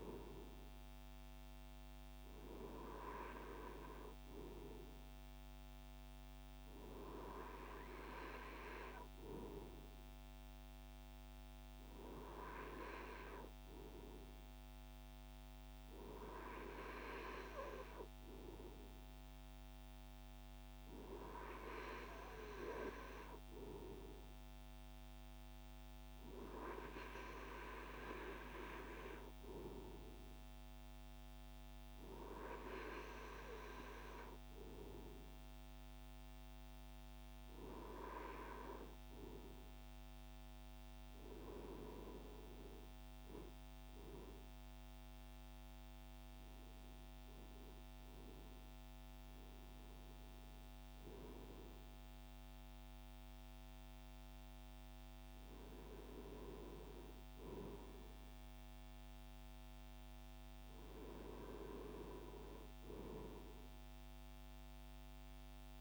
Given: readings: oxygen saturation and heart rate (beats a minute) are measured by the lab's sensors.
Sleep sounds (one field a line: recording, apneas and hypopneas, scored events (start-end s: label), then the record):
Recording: breathing in sleep by a microphone on the trachea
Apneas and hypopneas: none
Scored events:
none scored
From the record:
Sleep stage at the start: N2 (light sleep)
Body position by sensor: on the right side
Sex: male